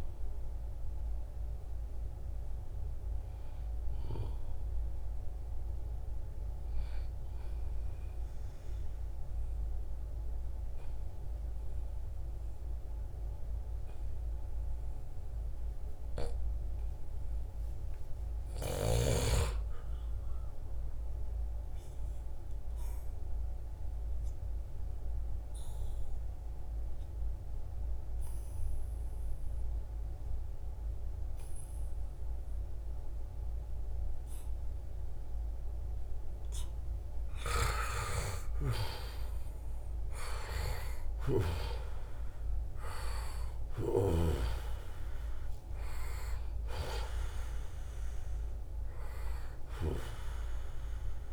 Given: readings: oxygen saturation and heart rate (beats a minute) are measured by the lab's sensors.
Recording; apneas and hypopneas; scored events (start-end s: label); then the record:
breathing in sleep by a room microphone; 1
0.00-5.50 s: oxygen desaturation (device-marked, oxygen 86% lowest, heart rate 68 extreme)
23.00-36.50 s: obstructive apnea (oxygen 98% before, 89% lowest, heart rate 77 before, 72 extreme, up 5 after)
28.50-51.33 s: oxygen desaturation (device-marked, oxygen 97% before, 89% lowest, heart rate 76 before, 69 extreme)
38.00-42.00 s: arousal
45.50-47.50 s: long interval between heartbeats (device-marked, heart rate 74 before, 88 extreme)
From the record:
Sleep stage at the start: N2 (light sleep); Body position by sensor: on the back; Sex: male